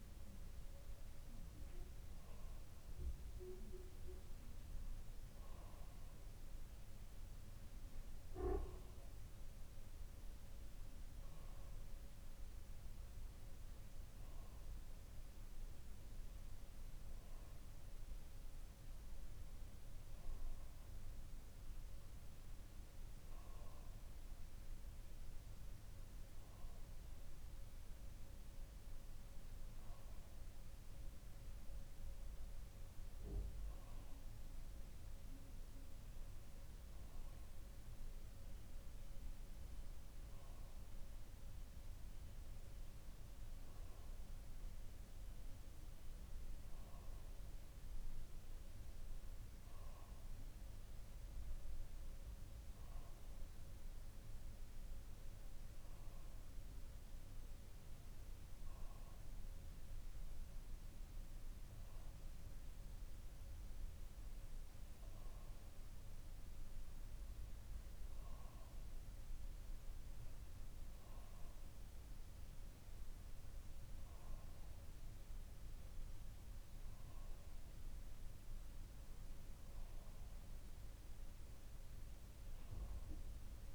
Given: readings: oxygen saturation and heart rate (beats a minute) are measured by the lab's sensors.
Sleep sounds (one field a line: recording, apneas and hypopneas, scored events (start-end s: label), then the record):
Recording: breathing in sleep, hard to hear, by a room microphone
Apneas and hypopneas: none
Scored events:
none scored
From the record:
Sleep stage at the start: N2 (light sleep)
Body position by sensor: on the back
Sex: male